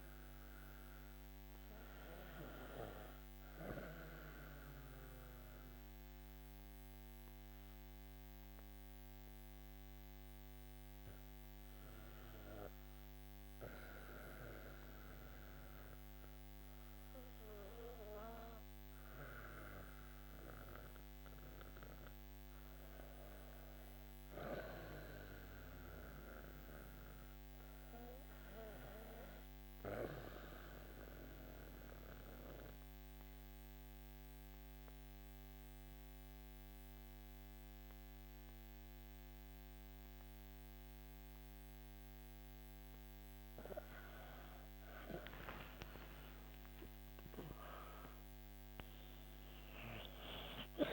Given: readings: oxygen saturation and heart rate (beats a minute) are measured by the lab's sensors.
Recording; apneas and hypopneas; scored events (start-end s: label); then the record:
breathing in sleep by a microphone on the trachea; 2
0.00-11.50 s: oxygen desaturation (device-marked, oxygen 86% lowest, heart rate 51 extreme)
4.00-19.00 s: obstructive apnea (oxygen 93% before, 88% lowest, heart rate 63 before, 54 extreme, up 4 after)
21.00-25.50 s: arousal
32.00-43.50 s: obstructive apnea (oxygen 99% before, 88% lowest, heart rate 60 before, 53 extreme, up 16 after)
44.50-49.00 s: arousal
47.50-50.93 s: oxygen desaturation (device-marked, oxygen 96% before, 88% lowest, heart rate 58 before, 52 extreme)
From the record:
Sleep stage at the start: REM sleep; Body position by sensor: on the back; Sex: female